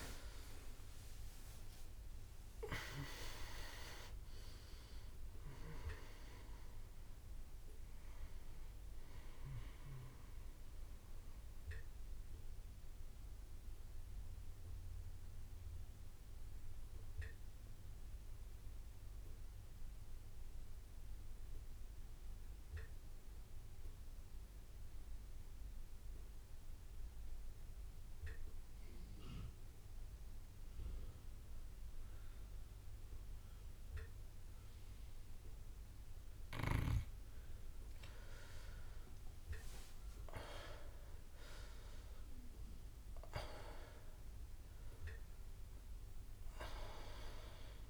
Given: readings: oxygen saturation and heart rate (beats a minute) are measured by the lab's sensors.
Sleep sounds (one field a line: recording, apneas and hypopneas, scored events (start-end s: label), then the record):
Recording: breathing in sleep by a room microphone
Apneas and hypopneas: 1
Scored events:
0.00-2.00 s: arousal
0.00-26.00 s: oxygen desaturation (device-marked, oxygen 88% lowest)
12.00-36.00 s: mixed apnea
37.50-42.00 s: arousal
41.00-47.90 s: oxygen desaturation (device-marked, oxygen 99% before, 89% lowest)
From the record:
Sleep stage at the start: N2 (light sleep)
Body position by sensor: on the back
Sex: male